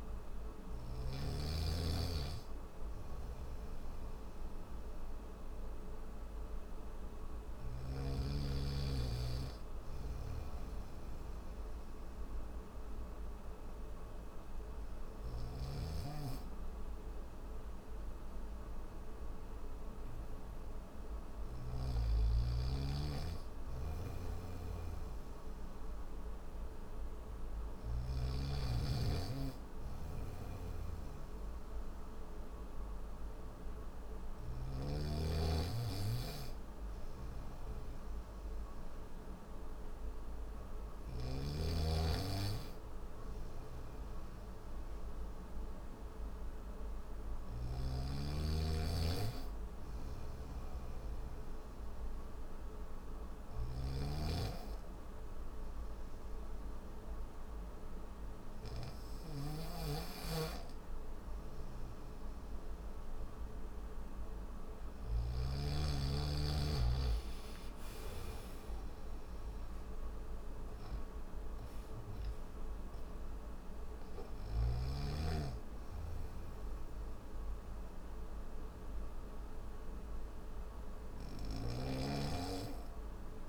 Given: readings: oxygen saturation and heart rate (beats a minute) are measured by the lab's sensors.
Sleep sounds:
breathing in sleep by a room microphone; none
9.50-15.00 s: snoring (device-marked)
23.50-27.50 s: snoring (device-marked)
47.00-65.00 s: snoring (device-marked)
From the record:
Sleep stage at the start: N3 (deep sleep); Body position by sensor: on the back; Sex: male

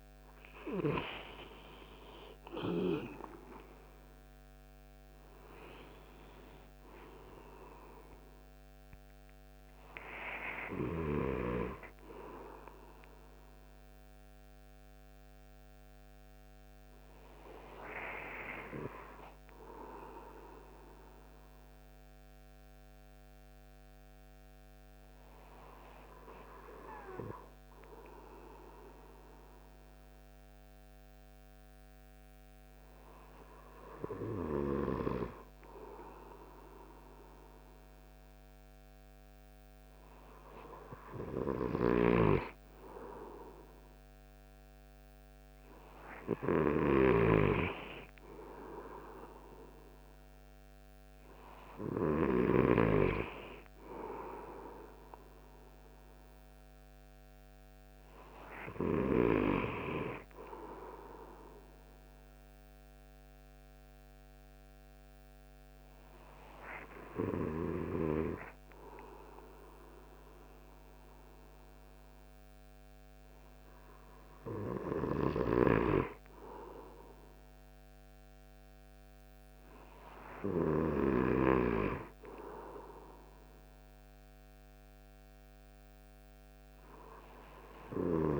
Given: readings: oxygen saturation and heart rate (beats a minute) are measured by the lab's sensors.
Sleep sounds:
breathing in sleep by a microphone on the trachea; 2
5.50-9.50 s: arousal
18.50-38.50 s: hypopnea (oxygen 97% before, 95% lowest)
40.00-44.50 s: arousal
41.50-53.00 s: snoring (device-marked)
63.50-74.50 s: hypopnea (oxygen 96% before, 95% lowest)
75.50-81.00 s: snoring (device-marked)
78.00-81.00 s: arousal
From the record:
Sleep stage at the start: N2 (light sleep); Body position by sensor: on the right side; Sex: male

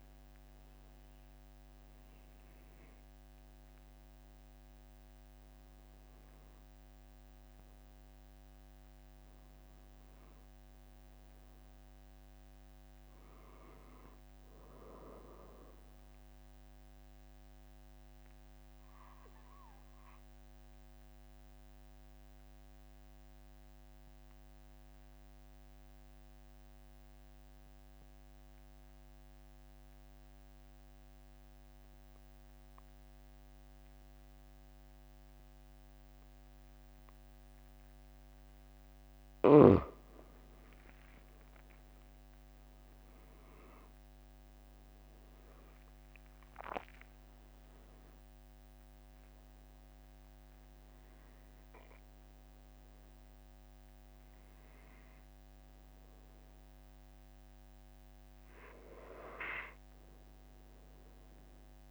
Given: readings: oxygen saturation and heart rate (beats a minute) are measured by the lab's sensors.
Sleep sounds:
breathing in sleep by a microphone on the trachea; 1
16.00-38.00 s: obstructive apnea (oxygen 96% before, 92% lowest, heart rate 47 before, 43 extreme, up 3 after)
41.00-46.00 s: arousal
From the record:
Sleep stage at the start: N2 (light sleep); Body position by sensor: on the back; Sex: male

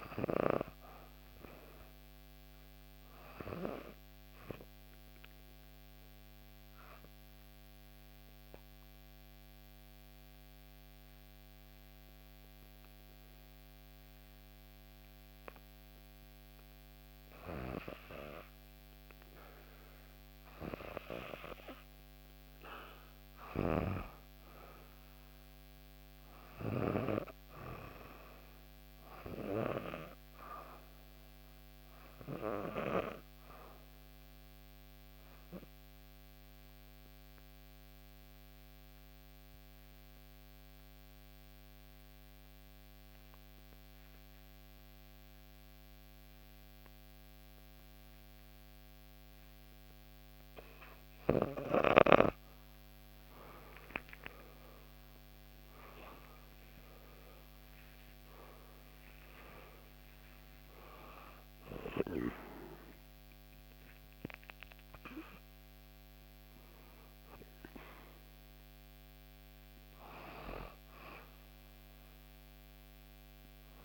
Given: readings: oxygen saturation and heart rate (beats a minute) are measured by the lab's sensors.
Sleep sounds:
breathing in sleep by a microphone on the trachea; 2
0.00-13.50 s: oxygen desaturation (device-marked, oxygen 91% lowest, heart rate 62 extreme)
5.00-18.50 s: obstructive apnea (oxygen 96% before, 90% lowest, heart rate 65 before, 63 extreme, up 4 after)
18.50-21.50 s: arousal
34.50-49.50 s: obstructive apnea (oxygen 97% before, 90% lowest, heart rate 65 before, 63 extreme, up 6 after)
53.50-59.50 s: arousal
54.50-73.85 s: oxygen desaturation (device-marked, oxygen 95% before, 90% lowest, heart rate 64 before, 62 extreme)
From the record:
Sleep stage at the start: N2 (light sleep); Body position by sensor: on the back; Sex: female

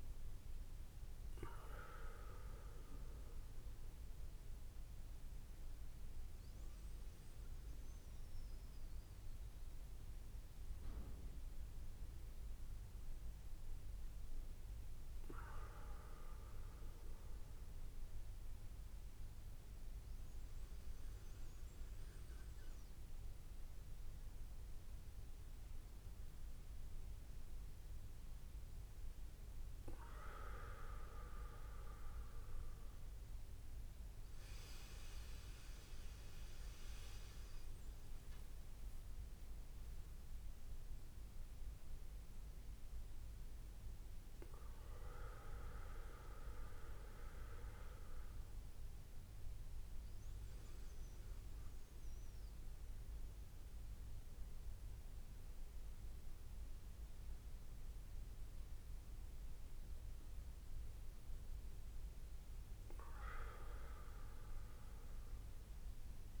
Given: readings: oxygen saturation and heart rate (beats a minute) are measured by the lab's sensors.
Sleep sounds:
breathing in sleep by a room microphone; none
52.00-66.40 s: new sleep stage, N1 (lightest sleep)
From the record:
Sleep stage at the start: N2 (light sleep); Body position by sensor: on the back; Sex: male

